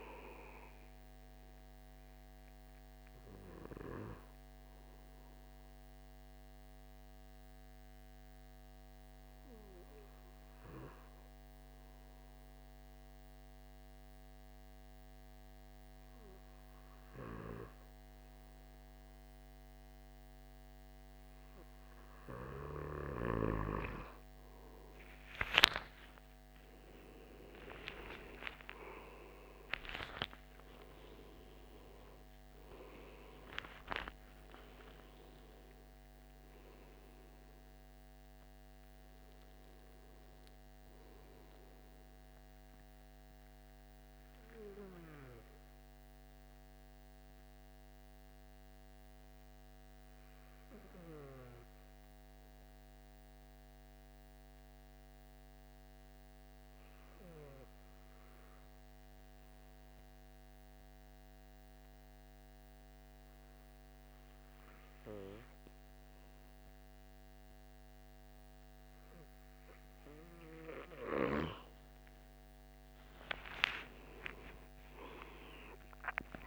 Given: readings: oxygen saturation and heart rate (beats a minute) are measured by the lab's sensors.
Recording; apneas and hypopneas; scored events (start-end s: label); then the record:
breathing in sleep by a microphone on the trachea; 2
0.00-22.00 s: oxygen desaturation (device-marked, oxygen 91% lowest, heart rate 52 extreme)
2.50-23.50 s: obstructive apnea (oxygen 96% before, 91% lowest, heart rate 94 before, 52 extreme, up 15 after)
26.00-32.00 s: arousal
44.00-70.00 s: obstructive apnea (oxygen 98% before, 92% lowest, heart rate 71 before, 69 extreme, up 51 after)
68.00-76.47 s: oxygen desaturation (device-marked, oxygen 98% before, 92% lowest, heart rate 71 before, 67 extreme)
73.50-76.47 s: arousal
From the record:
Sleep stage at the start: N2 (light sleep); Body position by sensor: on the back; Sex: male